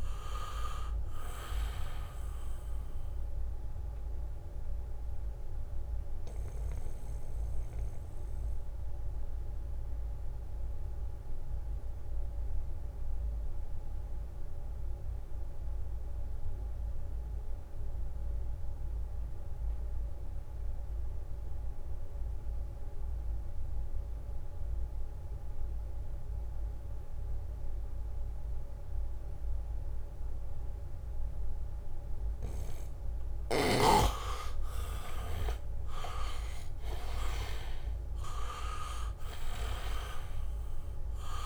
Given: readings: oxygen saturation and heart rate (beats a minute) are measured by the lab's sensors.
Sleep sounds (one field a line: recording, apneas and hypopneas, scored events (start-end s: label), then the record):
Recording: breathing in sleep by a room microphone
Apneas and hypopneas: 1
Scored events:
0.00-19.50 s: oxygen desaturation (device-marked, oxygen 79% lowest, heart rate 67 extreme)
7.00-32.50 s: mixed apnea (oxygen 99% before, 78% lowest, heart rate 71 before, 67 extreme, up 0 after)
28.50-41.46 s: oxygen desaturation (device-marked, oxygen 99% before, 78% lowest, heart rate 76 before, 66 extreme)
33.50-39.50 s: leg movement (device-marked)
36.00-40.00 s: arousal
From the record:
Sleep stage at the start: N2 (light sleep)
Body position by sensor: on the back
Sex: male